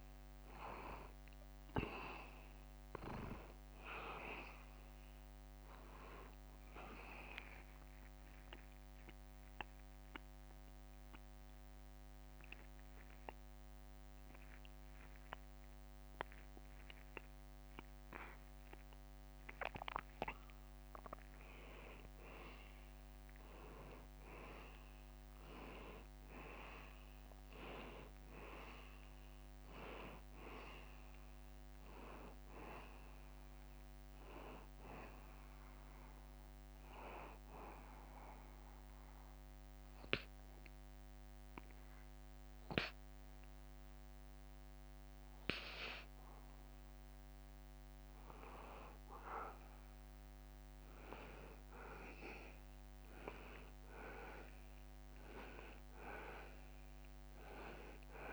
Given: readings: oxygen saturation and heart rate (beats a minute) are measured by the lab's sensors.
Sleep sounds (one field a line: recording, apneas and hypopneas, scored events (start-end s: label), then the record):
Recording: breathing in sleep by a microphone on the trachea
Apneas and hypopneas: 1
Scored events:
0.50-13.50 s: oxygen desaturation (device-marked, oxygen 94% before, 90% lowest, heart rate 79 before, 80 extreme)
8.50-21.00 s: obstructive apnea (oxygen 94% before, 89% lowest, heart rate 79 before, 79 extreme, up 3 after)
23.50-27.50 s: arousal
26.50-44.50 s: oxygen desaturation (device-marked, oxygen 94% before, 89% lowest, heart rate 84 before, 78 extreme)
52.50-56.00 s: arousal
From the record:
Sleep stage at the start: N2 (light sleep)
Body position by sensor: on the back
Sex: male